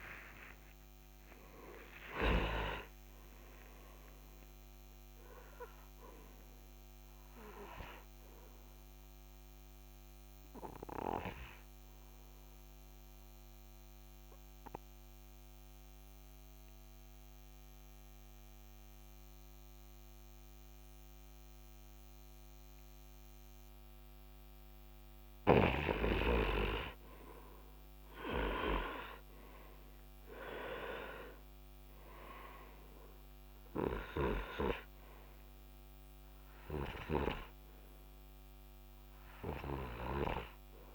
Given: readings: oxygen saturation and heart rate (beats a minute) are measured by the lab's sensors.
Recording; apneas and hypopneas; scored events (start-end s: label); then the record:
breathing in sleep by a microphone on the trachea; 1
0.00-3.50 s: snoring (device-marked)
0.00-13.00 s: oxygen desaturation (device-marked, oxygen 86% lowest, heart rate 65 extreme)
4.50-9.00 s: arousal
13.00-25.50 s: obstructive apnea (oxygen 92% before, 88% lowest, heart rate 79 before, 66 extreme, up 13 after)
26.00-38.00 s: snoring (device-marked)
27.50-30.50 s: arousal
From the record:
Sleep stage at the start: N2 (light sleep); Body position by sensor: on the right side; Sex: male